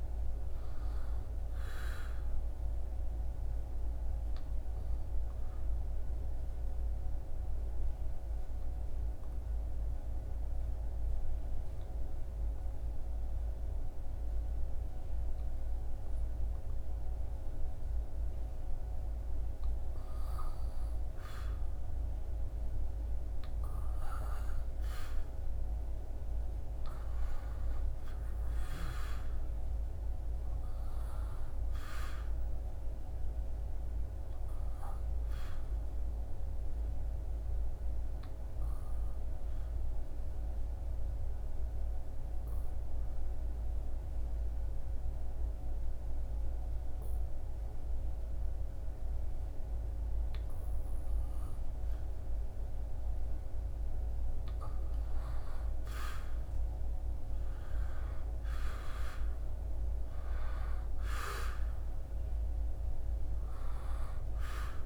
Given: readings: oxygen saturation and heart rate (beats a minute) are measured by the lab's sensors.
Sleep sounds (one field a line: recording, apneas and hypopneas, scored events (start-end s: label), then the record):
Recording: breathing in sleep, hard to hear, by a room microphone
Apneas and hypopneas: 2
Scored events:
0.00-12.50 s: oxygen desaturation (device-marked, oxygen 93% lowest, heart rate 72 extreme)
2.00-18.00 s: obstructive apnea (oxygen 98% before, 92% lowest, heart rate 77 before, 72 extreme, up 3 after)
20.00-23.50 s: arousal
27.50-49.50 s: oxygen desaturation (device-marked, oxygen 98% before, 93% lowest, heart rate 75 before, 73 extreme)
34.50-53.00 s: obstructive apnea (oxygen 98% before, 92% lowest, heart rate 75 before, 73 extreme, up 6 after)
54.50-58.00 s: arousal
58.50-64.86 s: oxygen desaturation (device-marked, oxygen 98% before, 92% lowest, heart rate 76 before, 66 extreme)
From the record:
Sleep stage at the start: N2 (light sleep)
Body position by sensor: on the back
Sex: male